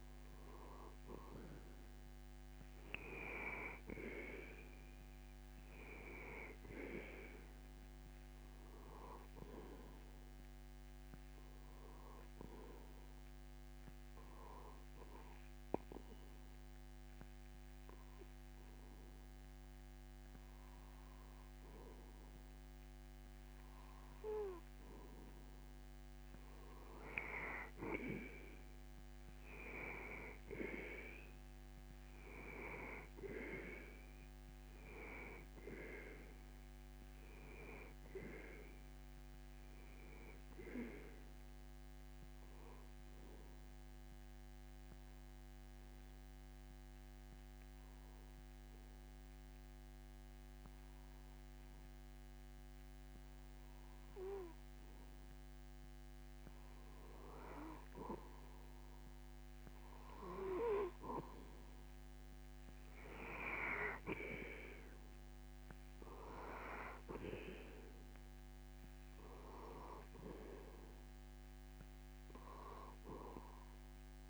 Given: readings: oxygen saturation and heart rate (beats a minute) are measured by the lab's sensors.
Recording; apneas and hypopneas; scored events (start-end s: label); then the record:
breathing in sleep by a microphone on the trachea; 2
15.50-27.50 s: obstructive apnea (oxygen 93% before, 90% lowest)
30.50-34.00 s: arousal
43.50-57.00 s: obstructive apnea (oxygen 93% before, 90% lowest)
59.50-63.00 s: arousal
From the record:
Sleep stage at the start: N2 (light sleep); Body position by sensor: on the back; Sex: male